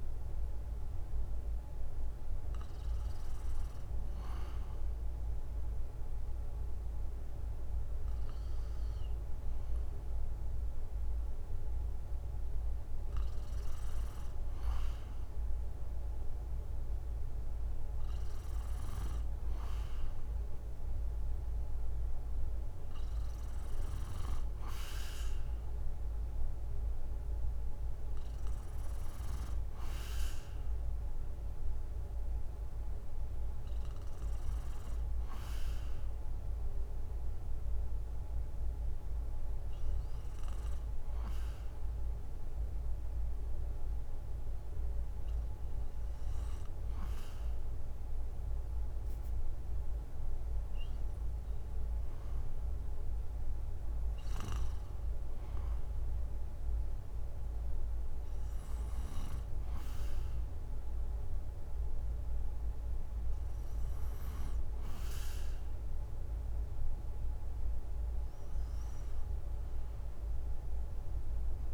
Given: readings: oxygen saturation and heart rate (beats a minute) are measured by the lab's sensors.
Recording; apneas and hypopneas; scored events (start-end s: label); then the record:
breathing in sleep, hard to hear, by a room microphone; none
none scored
From the record:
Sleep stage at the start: N2 (light sleep); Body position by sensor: on the right side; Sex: male